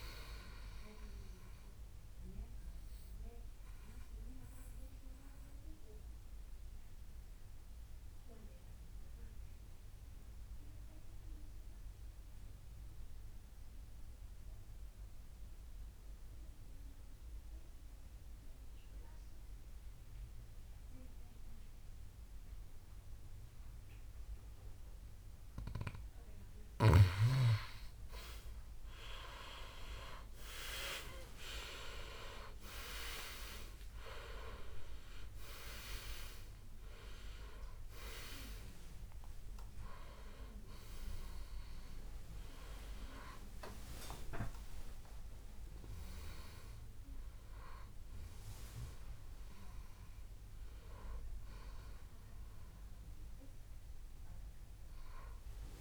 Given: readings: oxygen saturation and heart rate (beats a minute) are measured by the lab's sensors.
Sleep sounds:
breathing in sleep by a room microphone; 1
1.50-26.00 s: obstructive apnea (oxygen 99% before, 92% lowest, heart rate 73 before, 60 extreme, up 18 after)
28.00-31.50 s: arousal
33.00-55.81 s: oxygen desaturation (device-marked, oxygen 98% before, 92% lowest, heart rate 63 before, 63 extreme)
From the record:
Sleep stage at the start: N2 (light sleep); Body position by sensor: on the back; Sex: male

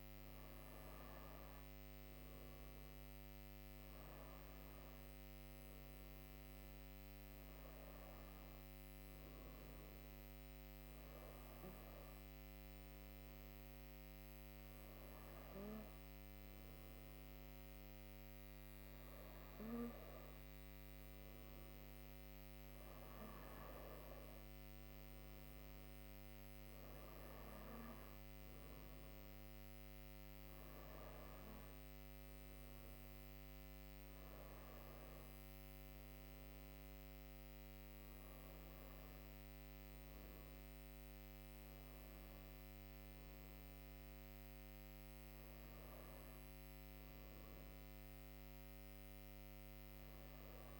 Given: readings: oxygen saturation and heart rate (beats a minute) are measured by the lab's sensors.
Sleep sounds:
breathing in sleep, hard to hear, by a microphone on the trachea; none
none scored
From the record:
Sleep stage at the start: N2 (light sleep); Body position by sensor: on the right side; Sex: female

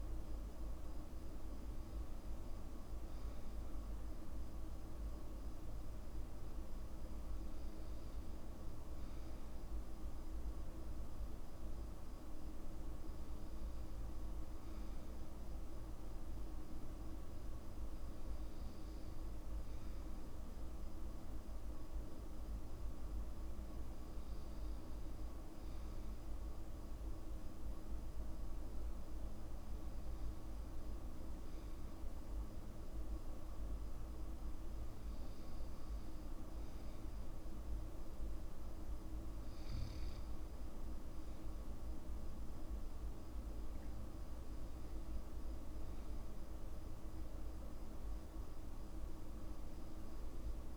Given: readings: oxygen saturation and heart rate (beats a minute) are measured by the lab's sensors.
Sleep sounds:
breathing in sleep, hard to hear, by a room microphone; none
none scored
From the record:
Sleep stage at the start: N2 (light sleep); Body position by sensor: on the back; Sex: male

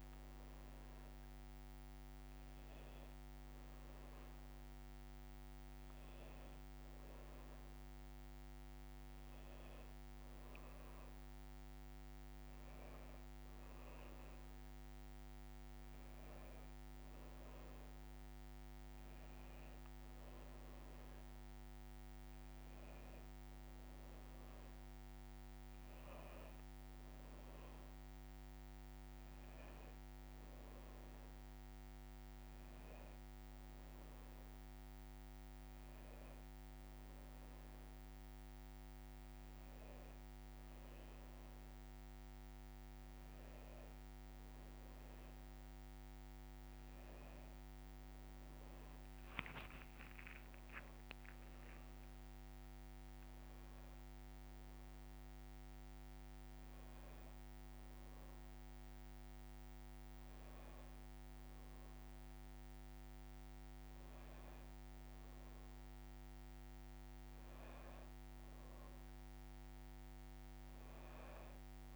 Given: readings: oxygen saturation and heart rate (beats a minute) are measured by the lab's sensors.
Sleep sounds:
a person awake in a sleep study, hard to hear, by a microphone on the trachea; none
60.00-71.96 s: new sleep stage, N1 (lightest sleep)
From the record:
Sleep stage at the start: awake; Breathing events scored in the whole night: 224 in 4.0 hours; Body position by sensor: on the back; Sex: female

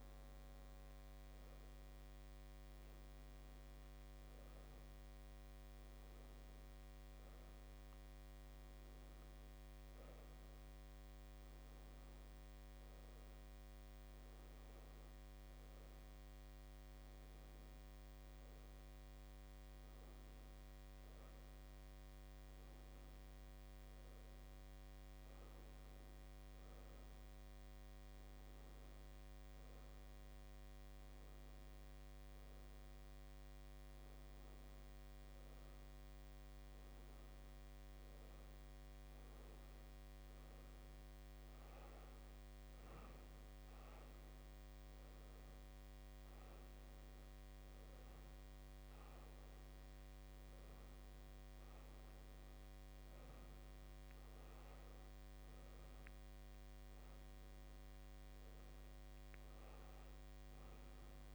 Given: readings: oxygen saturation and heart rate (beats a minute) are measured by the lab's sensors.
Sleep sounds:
breathing in sleep, hard to hear, by a microphone on the trachea; none
none scored
From the record:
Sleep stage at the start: N2 (light sleep); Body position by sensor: on the back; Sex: female

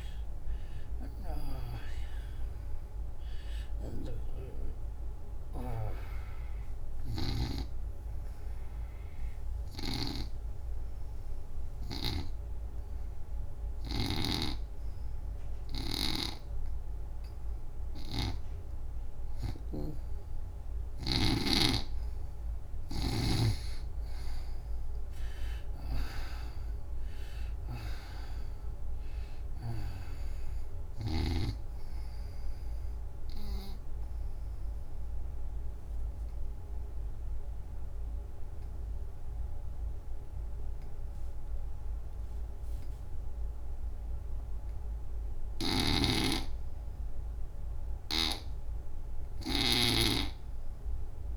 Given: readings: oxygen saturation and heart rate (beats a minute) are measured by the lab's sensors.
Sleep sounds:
breathing in sleep by a room microphone; 2
0.00-15.50 s: oxygen desaturation (device-marked, oxygen 76% lowest, heart rate 76 extreme)
3.50-7.50 s: snoring (device-marked)
4.50-19.00 s: obstructive apnea (oxygen 98% before, 76% lowest, heart rate 122 before, 76 extreme, up 5 after)
21.50-39.50 s: oxygen desaturation (device-marked, oxygen 99% before, 85% lowest, heart rate 96 before, 74 extreme)
22.00-26.50 s: arousal
33.50-46.00 s: obstructive apnea (oxygen 99% before, 76% lowest, heart rate 83 before, 74 extreme, up 31 after)
45.50-50.00 s: snoring (device-marked)
47.50-51.37 s: oxygen desaturation (device-marked, oxygen 95% before, 76% lowest, heart rate 85 before, 73 extreme)
50.00-51.37 s: arousal
From the record:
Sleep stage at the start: N2 (light sleep); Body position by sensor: on the back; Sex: female

